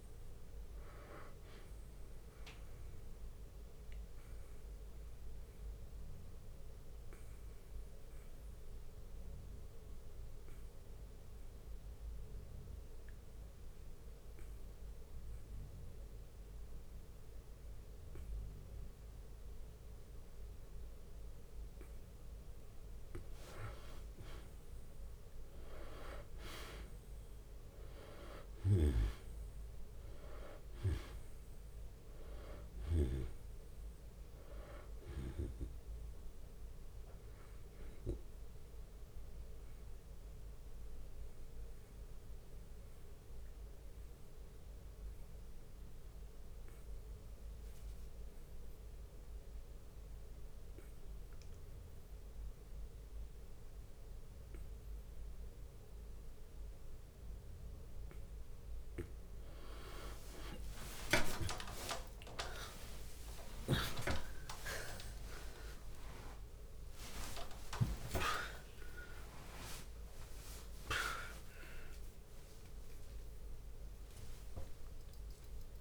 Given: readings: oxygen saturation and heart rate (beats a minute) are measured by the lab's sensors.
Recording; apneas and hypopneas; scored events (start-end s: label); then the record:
a person partly awake in a sleep study, by a room microphone; 2
0.00-4.50 s: bradycardia (device-marked, heart rate 56 extreme)
0.00-5.50 s: drop in pulse transit time (device-marked, heart rate 55 extreme)
0.00-21.50 s: oxygen desaturation (device-marked, oxygen 91% lowest, heart rate 49 extreme)
2.50-21.00 s: obstructive apnea (oxygen 98% before, 91% lowest, heart rate 56 before, 49 extreme, up 15 after)
8.50-22.50 s: bradycardia (device-marked, heart rate 58 before, 49 extreme)
16.50-18.50 s: long interval between heartbeats (device-marked, heart rate 58 before, 55 extreme)
23.50-28.00 s: arousal
26.50-39.50 s: drop in pulse transit time (device-marked, heart rate 56 before, 60 extreme)
26.50-55.50 s: oxygen desaturation (device-marked, oxygen 97% before, 91% lowest, heart rate 56 before, 55 extreme)
35.50-37.50 s: long interval between heartbeats (device-marked, heart rate 59 before, 66 extreme)
38.00-57.50 s: obstructive apnea (oxygen 97% before, 91% lowest, heart rate 61 before, 55 extreme, up 58 after)
38.50-57.50 s: bradycardia (device-marked, heart rate 59 before, 55 extreme)
54.50-75.81 s: new sleep stage, awake
61.50-69.50 s: tachycardia (device-marked, heart rate 58 before, 152 extreme)
62.00-64.00 s: long interval between heartbeats (device-marked, heart rate 56 before, 77 extreme)
62.50-74.50 s: drop in pulse transit time (device-marked, heart rate 57 before, 79 extreme)
64.00-66.00 s: long interval between heartbeats (device-marked, heart rate 59 before, 95 extreme)
66.50-68.50 s: long interval between heartbeats (device-marked, heart rate 68 before, 148 extreme)
72.50-75.81 s: tachycardia (device-marked, heart rate 60 before, 146 extreme)
73.50-75.50 s: long interval between heartbeats (device-marked, heart rate 92 before, 83 extreme)
From the record:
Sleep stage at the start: N2 (light sleep); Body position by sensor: on the back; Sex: male